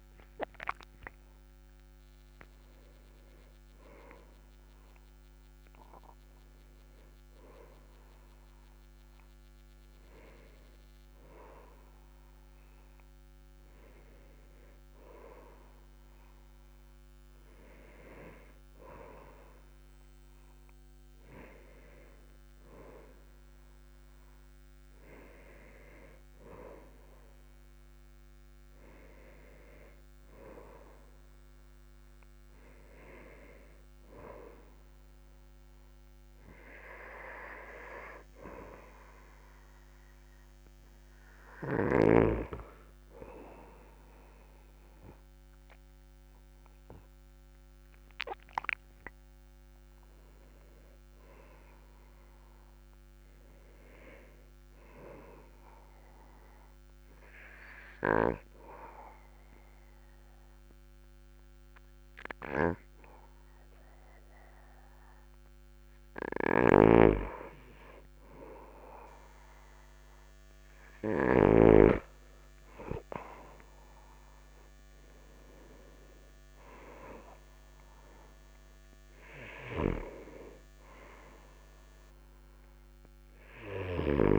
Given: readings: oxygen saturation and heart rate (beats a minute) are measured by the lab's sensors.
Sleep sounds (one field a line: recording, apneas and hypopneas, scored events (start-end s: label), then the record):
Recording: a person partly awake in a sleep study, by a microphone on the trachea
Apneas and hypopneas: 1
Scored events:
2.00-32.00 s: new sleep stage, N1 (lightest sleep)
32.00-84.38 s: new sleep stage, N2 (light sleep)
55.50-67.50 s: hypopnea (oxygen 97% before, 95% lowest, heart rate 48 before, 40 extreme, up 9 after)
69.50-74.00 s: arousal
From the record:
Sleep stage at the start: awake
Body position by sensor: on the back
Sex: male